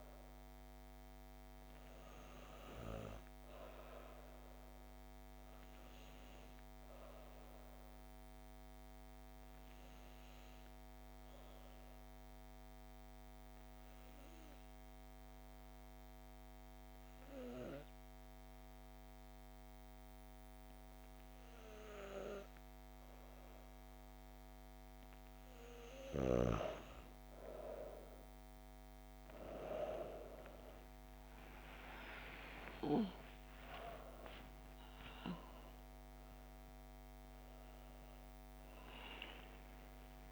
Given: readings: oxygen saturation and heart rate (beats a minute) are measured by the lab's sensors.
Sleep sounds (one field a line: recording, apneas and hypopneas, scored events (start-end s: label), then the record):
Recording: breathing in sleep by a microphone on the trachea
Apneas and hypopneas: 1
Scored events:
7.50-24.50 s: hypopnea (oxygen 97% before, 94% lowest, heart rate 65 before, 61 extreme, up 27 after)
30.00-35.50 s: arousal
From the record:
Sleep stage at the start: N2 (light sleep)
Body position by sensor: on the back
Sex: female